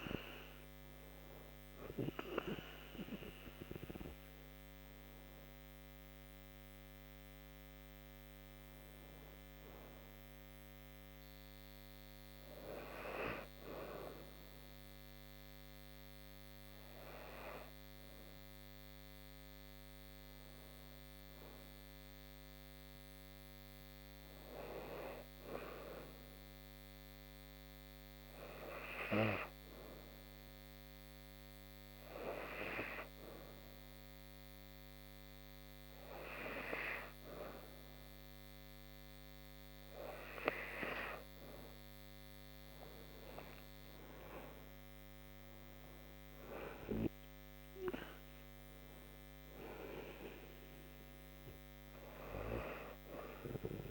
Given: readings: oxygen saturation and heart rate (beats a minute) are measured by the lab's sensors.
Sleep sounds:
breathing in sleep by a microphone on the trachea; 1
25.50-40.00 s: hypopnea (oxygen 97% before, 91% lowest, heart rate 72 before, 70 extreme, up 7 after)
41.50-44.50 s: arousal
45.50-53.91 s: oxygen desaturation (device-marked, oxygen 96% before, 93% lowest, heart rate 73 before, 70 extreme)
From the record:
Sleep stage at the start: N2 (light sleep); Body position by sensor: on the back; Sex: female

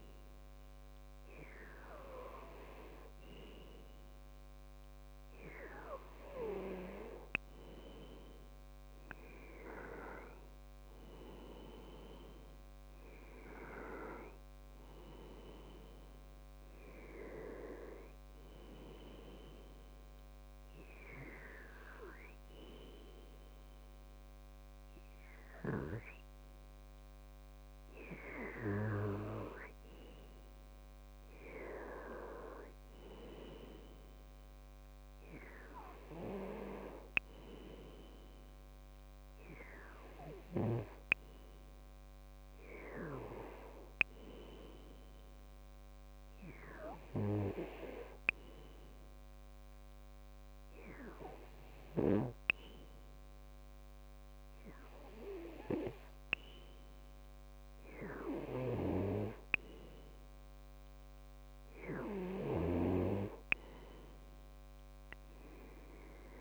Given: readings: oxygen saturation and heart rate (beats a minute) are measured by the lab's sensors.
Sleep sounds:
breathing in sleep by a microphone on the trachea; 2
19.50-29.50 s: hypopnea (oxygen 96% before, 93% lowest, heart rate 68 before, 65 extreme, up 2 after)
31.50-35.00 s: arousal
49.50-59.50 s: hypopnea (oxygen 96% before, 93% lowest, heart rate 66 before, 65 extreme, up 4 after)
63.00-66.41 s: new sleep stage, N1 (lightest sleep)
63.50-66.41 s: arousal
From the record:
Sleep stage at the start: N2 (light sleep); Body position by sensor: on the back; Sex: male

